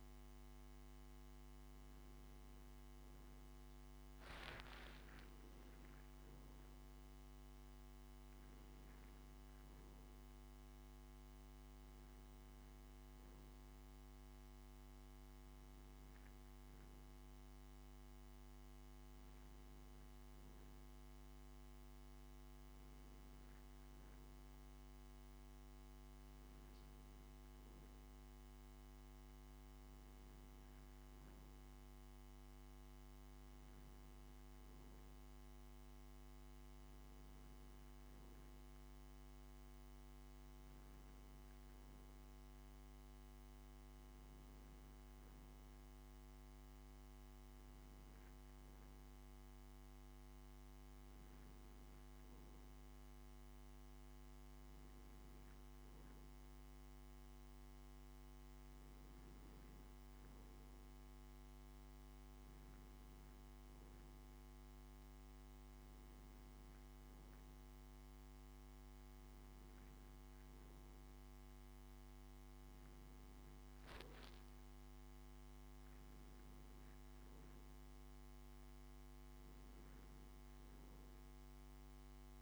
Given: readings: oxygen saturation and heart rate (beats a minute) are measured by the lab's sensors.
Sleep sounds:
a person partly awake in a sleep study, hard to hear, by a microphone on the trachea; none
14.50-82.42 s: new sleep stage, N1 (lightest sleep)
From the record:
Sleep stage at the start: awake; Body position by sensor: on the back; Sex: male

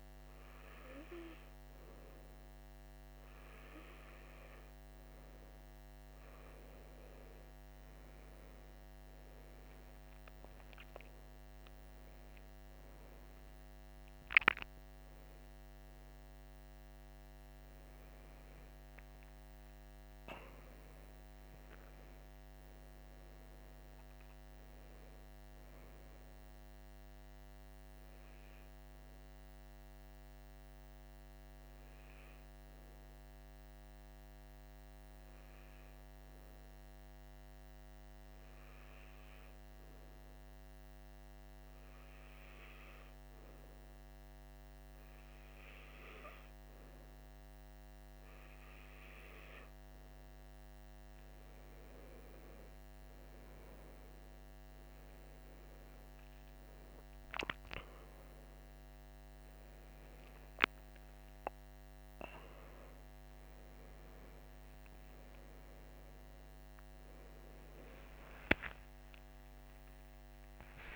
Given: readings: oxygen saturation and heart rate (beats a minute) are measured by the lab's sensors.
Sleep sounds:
breathing in sleep, hard to hear, by a microphone on the trachea; 1
18.50-23.50 s: arousal
27.50-49.00 s: hypopnea (oxygen 97% before, 95% lowest, heart rate 68 before, 49 extreme, up 17 after)
62.00-70.96 s: new sleep stage, awake
69.00-70.96 s: tachycardia (device-marked, heart rate 54 before, 116 extreme)
From the record:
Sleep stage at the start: N2 (light sleep); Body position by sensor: on the right side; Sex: male

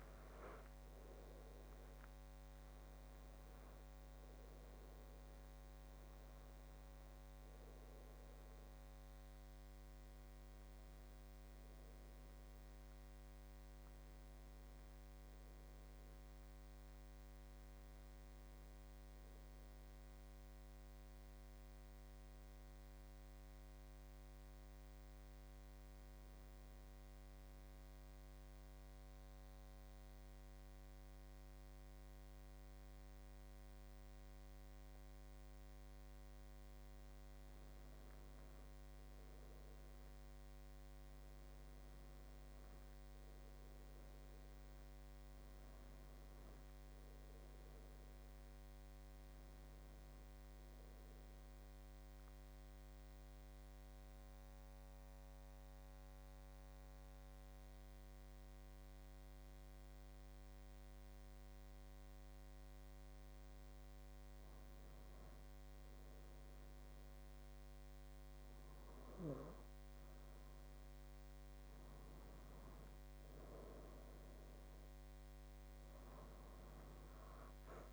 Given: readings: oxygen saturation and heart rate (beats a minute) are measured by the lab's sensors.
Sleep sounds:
breathing in sleep, hard to hear, by a microphone on the trachea; 2
0.00-2.00 s: arousal
3.00-20.00 s: oxygen desaturation (device-marked, oxygen 94% before, 91% lowest, heart rate 79 before, 70 extreme)
27.00-37.50 s: central apnea (oxygen 95% before, 90% lowest, heart rate 76 before, 70 extreme, up 7 after)
39.00-44.50 s: arousal
40.00-63.00 s: oxygen desaturation (device-marked, oxygen 95% before, 90% lowest, heart rate 72 before, 70 extreme)
52.50-64.00 s: obstructive apnea (oxygen 95% before, 90% lowest, heart rate 76 before, 70 extreme, up 4 after)
66.00-69.50 s: arousal
73.00-77.93 s: oxygen desaturation (device-marked, oxygen 95% before, 92% lowest, heart rate 72 before, 70 extreme)
From the record:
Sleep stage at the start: N2 (light sleep); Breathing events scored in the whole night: 244 in 4.7 hours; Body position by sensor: on the left side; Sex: male

